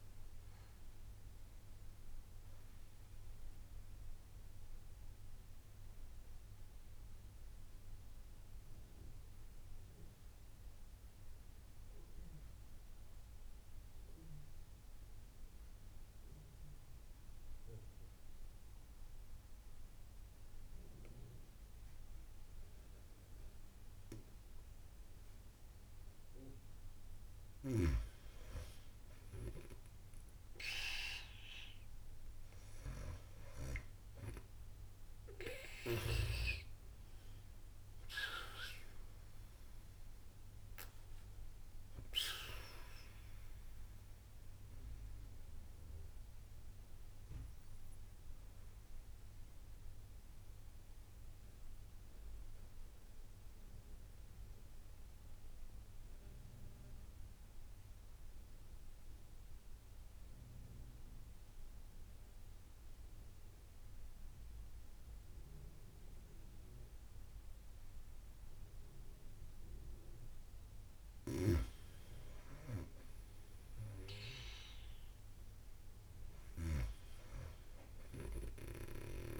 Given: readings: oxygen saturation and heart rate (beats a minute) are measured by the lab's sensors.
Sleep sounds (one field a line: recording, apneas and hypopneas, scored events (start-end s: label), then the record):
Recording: breathing in sleep by a room microphone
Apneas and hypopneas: 2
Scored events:
0.00-13.00 s: oxygen desaturation (device-marked, oxygen 92% lowest)
2.50-24.50 s: mixed apnea (oxygen 97% before, 92% lowest)
26.50-30.50 s: arousal
30.00-63.00 s: oxygen desaturation (device-marked, oxygen 97% before, 92% lowest)
49.00-69.50 s: mixed apnea (oxygen 97% before, 92% lowest)
72.50-77.00 s: arousal
76.00-79.40 s: snoring (device-marked)
77.00-79.40 s: oxygen desaturation (device-marked, oxygen 97% before, 92% lowest)
From the record:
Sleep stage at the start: N2 (light sleep)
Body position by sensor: on the back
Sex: female